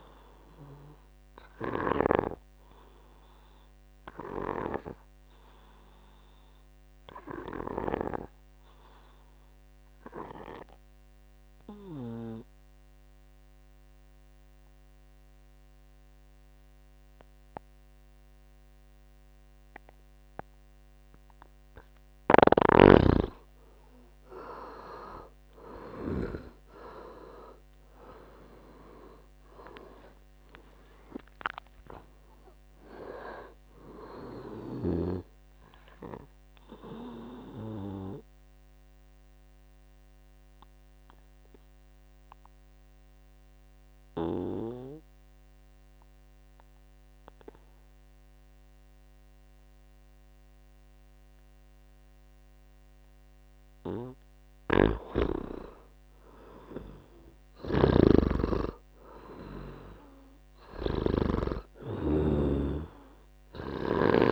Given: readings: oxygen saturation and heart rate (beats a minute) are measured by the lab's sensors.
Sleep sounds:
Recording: breathing in sleep by a microphone on the trachea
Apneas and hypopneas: 2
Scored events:
0.00-12.00 s: oxygen desaturation (device-marked, oxygen 87% lowest, heart rate 63 extreme)
3.00-21.50 s: obstructive apnea (oxygen 99% before, 83% lowest, heart rate 67 before, 54 extreme, up 11 after)
24.50-28.50 s: arousal
25.00-55.00 s: oxygen desaturation (device-marked, oxygen 98% before, 83% lowest, heart rate 68 before, 54 extreme)
36.50-53.50 s: obstructive apnea (oxygen 98% before, 83% lowest, heart rate 72 before, 54 extreme, up 14 after)
55.50-58.50 s: arousal
57.50-64.32 s: snoring (device-marked)
60.00-64.32 s: oxygen desaturation (device-marked, oxygen 99% before, 88% lowest, heart rate 63 before, 62 extreme)
From the record:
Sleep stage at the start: N2 (light sleep)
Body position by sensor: on the back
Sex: male

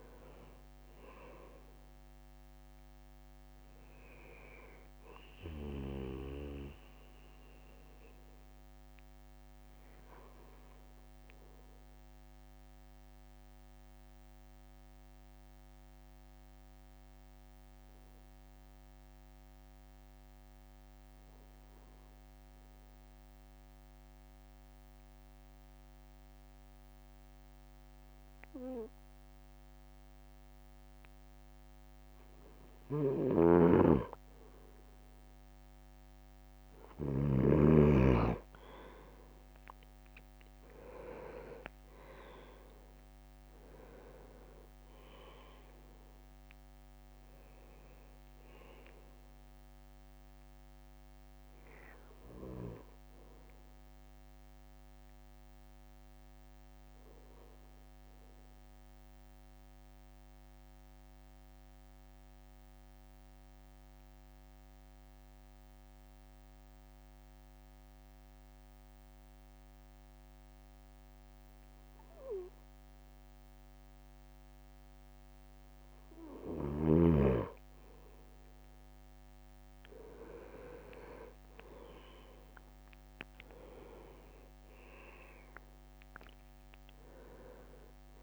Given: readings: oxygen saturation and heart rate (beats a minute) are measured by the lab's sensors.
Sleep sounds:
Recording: breathing in sleep by a microphone on the trachea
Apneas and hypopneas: 2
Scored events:
0.00-2.00 s: arousal
12.00-33.50 s: mixed apnea (oxygen 99% before, 97% lowest)
33.00-37.50 s: snoring (device-marked)
39.00-44.00 s: arousal
42.00-47.00 s: leg movement (device-marked)
59.00-75.50 s: mixed apnea (oxygen 99% before, 97% lowest)
78.00-85.50 s: leg movement (device-marked)
81.00-85.00 s: arousal
From the record:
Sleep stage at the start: N2 (light sleep)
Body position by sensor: on the right side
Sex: male

